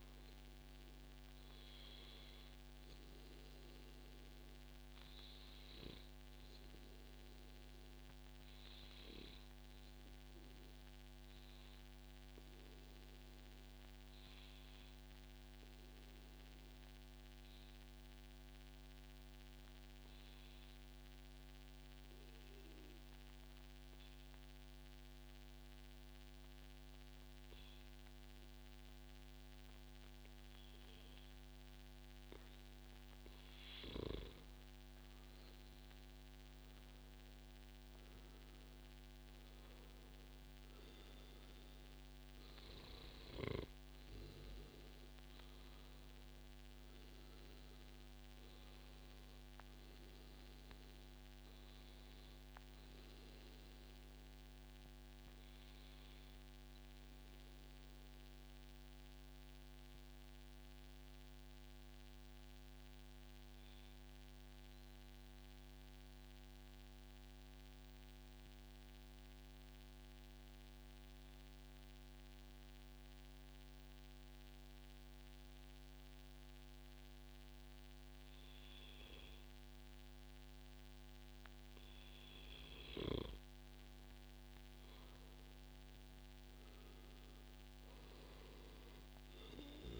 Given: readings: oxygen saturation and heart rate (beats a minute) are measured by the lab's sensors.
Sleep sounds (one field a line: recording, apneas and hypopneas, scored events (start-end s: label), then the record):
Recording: breathing in sleep, hard to hear, by a microphone on the trachea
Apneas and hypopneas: 2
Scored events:
8.00-32.00 s: obstructive apnea (oxygen 98% before, 94% lowest, heart rate 131 before, 100 extreme, up 44 after)
22.00-24.00 s: long interval between heartbeats (device-marked, heart rate 141 before, 134 extreme)
24.00-26.00 s: long interval between heartbeats (device-marked, heart rate 143 before, 124 extreme)
34.00-37.50 s: arousal
54.50-56.50 s: long interval between heartbeats (device-marked, heart rate 143 before, 124 extreme)
54.50-83.50 s: obstructive apnea (oxygen 96% before, 94% lowest, heart rate 143 before, 106 extreme, up 17 after)
83.00-90.00 s: oxygen desaturation (device-marked, oxygen 97% before, 94% lowest, heart rate 124 before, 122 extreme)
85.00-88.50 s: arousal
From the record:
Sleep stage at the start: N2 (light sleep)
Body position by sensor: on the back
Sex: male